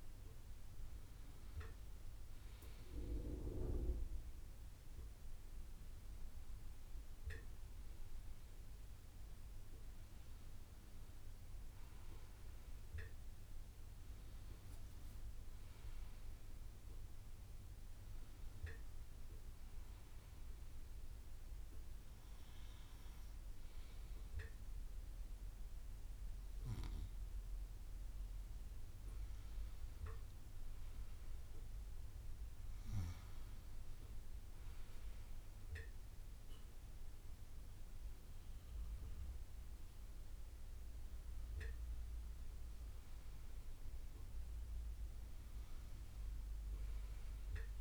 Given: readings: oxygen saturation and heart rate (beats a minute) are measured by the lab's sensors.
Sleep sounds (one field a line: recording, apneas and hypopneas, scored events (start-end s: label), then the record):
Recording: a person awake in a sleep study, by a room microphone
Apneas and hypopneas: none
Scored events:
0.00-15.50 s: bradycardia (device-marked, heart rate 53 extreme)
9.50-22.50 s: drop in pulse transit time (device-marked, heart rate 58 before, 53 extreme)
19.50-30.50 s: bradycardia (device-marked, heart rate 36 before, 55 extreme)
From the record:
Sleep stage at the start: awake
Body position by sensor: on the right side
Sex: male